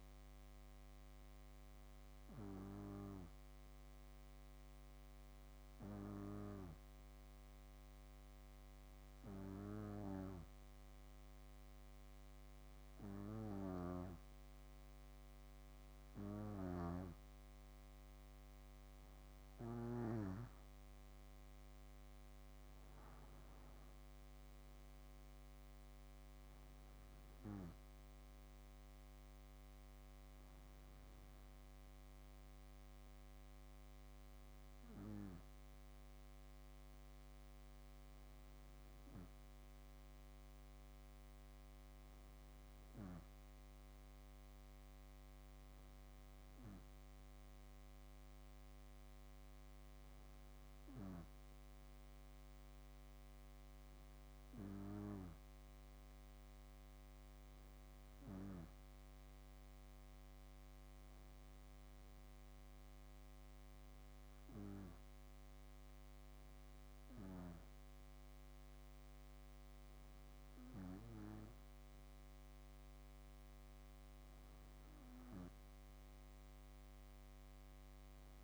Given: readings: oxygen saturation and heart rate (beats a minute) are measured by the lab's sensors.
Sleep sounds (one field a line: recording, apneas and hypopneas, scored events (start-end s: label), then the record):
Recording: breathing in sleep by a microphone on the trachea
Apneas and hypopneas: none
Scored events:
13.50-20.00 s: snoring (device-marked)
73.50-75.50 s: bradycardia (device-marked, heart rate 67 before, 60 extreme)
From the record:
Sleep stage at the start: N2 (light sleep)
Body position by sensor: on the back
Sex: female